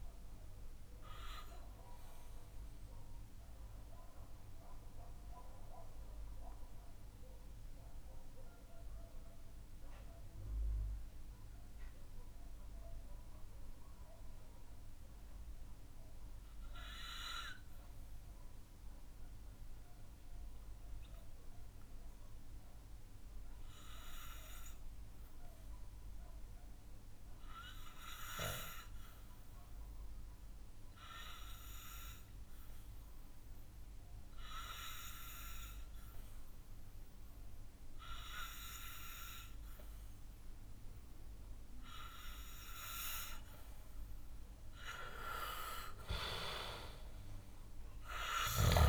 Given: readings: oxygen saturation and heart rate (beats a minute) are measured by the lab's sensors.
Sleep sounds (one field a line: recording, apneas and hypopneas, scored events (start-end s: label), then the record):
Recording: breathing in sleep by a room microphone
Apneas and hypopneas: 1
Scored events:
0.00-19.50 s: oxygen desaturation (device-marked, oxygen 91% lowest, heart rate 59 extreme)
1.00-44.50 s: obstructive apnea (oxygen 98% before, 91% lowest, heart rate 64 before, 59 extreme, up 7 after)
35.50-48.89 s: oxygen desaturation (device-marked, oxygen 98% before, 91% lowest, heart rate 64 before, 58 extreme)
46.00-48.89 s: arousal
47.50-48.89 s: snoring (device-marked)
From the record:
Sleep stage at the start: REM sleep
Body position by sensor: on the back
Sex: male